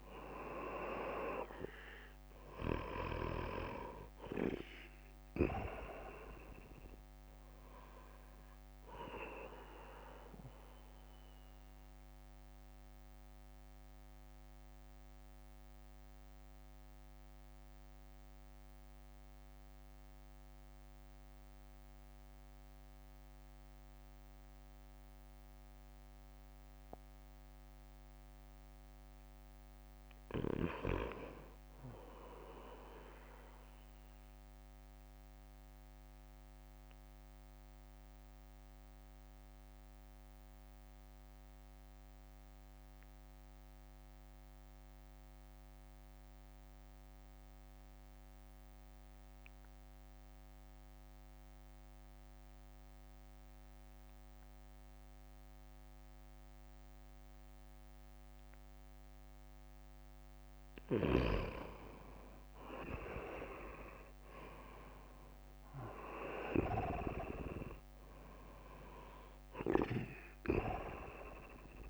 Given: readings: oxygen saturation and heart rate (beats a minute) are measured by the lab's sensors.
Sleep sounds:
breathing in sleep by a microphone on the trachea; 2
0.00-1.00 s: arousal
0.00-11.50 s: drop in pulse transit time (device-marked, heart rate 55 extreme)
0.00-29.50 s: oxygen desaturation (device-marked, oxygen 82% lowest, heart rate 53 extreme)
8.50-28.00 s: central apnea (oxygen 99% before, 82% lowest, heart rate 59 before, 53 extreme, up 12 after)
28.50-42.50 s: drop in pulse transit time (device-marked, heart rate 57 before, 53 extreme)
30.00-34.00 s: arousal
38.00-59.00 s: obstructive apnea (oxygen 99% before, 86% lowest, heart rate 62 before, 52 extreme, up 3 after)
53.50-71.89 s: oxygen desaturation (device-marked, oxygen 98% before, 91% lowest, heart rate 59 before, 52 extreme)
62.50-66.00 s: arousal
63.50-71.89 s: drop in pulse transit time (device-marked, heart rate 60 before, 52 extreme)
From the record:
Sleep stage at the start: N2 (light sleep); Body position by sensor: on the right side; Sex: male

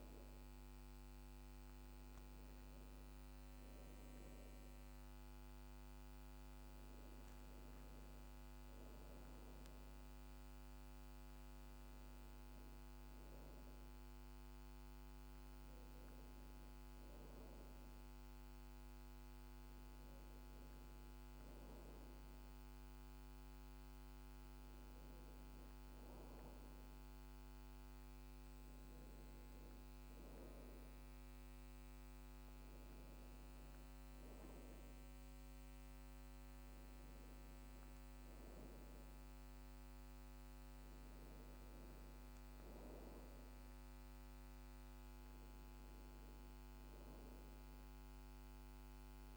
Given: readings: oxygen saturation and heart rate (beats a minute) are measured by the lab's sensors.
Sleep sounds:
breathing in sleep, hard to hear, by a microphone on the trachea; none
none scored
From the record:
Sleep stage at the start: N1 (lightest sleep); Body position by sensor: on the back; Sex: female

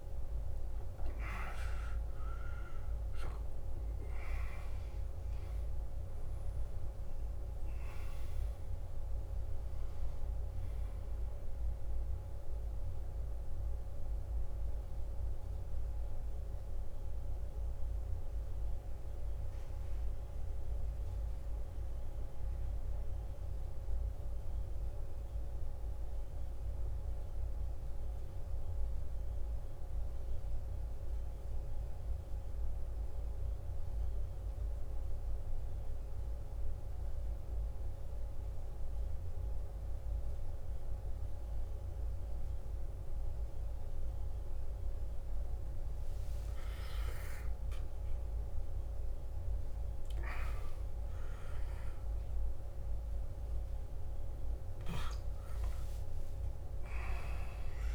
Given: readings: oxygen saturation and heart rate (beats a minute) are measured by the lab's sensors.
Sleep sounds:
breathing in sleep, hard to hear, by a room microphone; 1
0.00-24.00 s: oxygen desaturation (device-marked, oxygen 88% lowest, heart rate 51 extreme)
13.00-45.50 s: obstructive apnea (oxygen 96% before, 88% lowest, heart rate 63 before, 51 extreme, up 16 after)
43.00-57.95 s: oxygen desaturation (device-marked, oxygen 96% before, 89% lowest, heart rate 52 before, 51 extreme)
46.00-50.00 s: arousal
From the record:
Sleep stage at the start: N2 (light sleep); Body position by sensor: on the back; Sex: male

